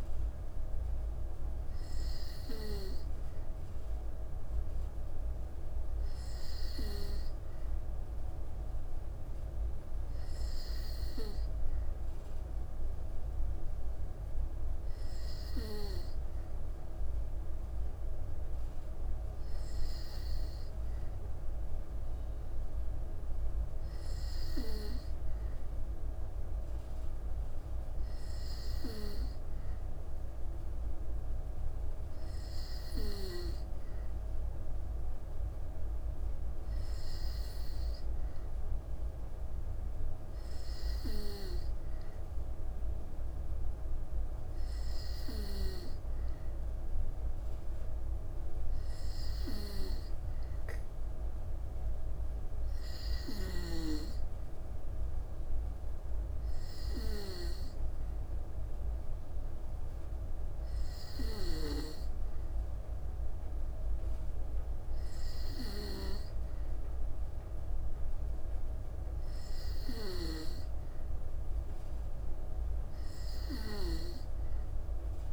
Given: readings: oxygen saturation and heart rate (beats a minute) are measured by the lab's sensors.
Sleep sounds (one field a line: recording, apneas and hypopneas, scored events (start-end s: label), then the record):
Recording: breathing in sleep by a room microphone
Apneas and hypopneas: none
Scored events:
none scored
From the record:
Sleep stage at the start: N2 (light sleep)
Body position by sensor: on the back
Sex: female